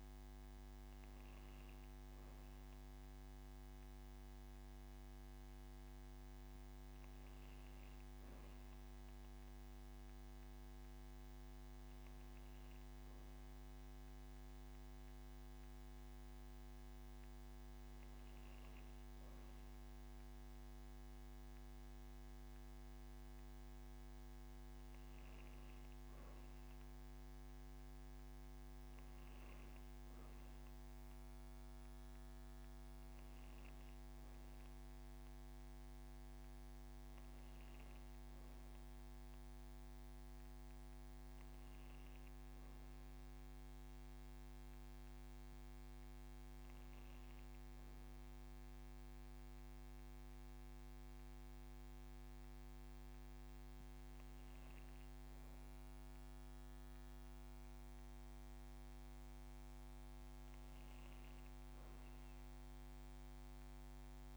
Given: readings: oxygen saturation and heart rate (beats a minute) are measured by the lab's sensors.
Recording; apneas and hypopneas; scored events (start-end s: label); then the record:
breathing in sleep, hard to hear, by a microphone on the trachea; none
0.00-1.50 s: long interval between heartbeats (device-marked, heart rate 106 extreme)
17.50-21.50 s: arousal
50.00-52.00 s: long interval between heartbeats (device-marked)
From the record:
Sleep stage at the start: N1 (lightest sleep); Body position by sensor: on the back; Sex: female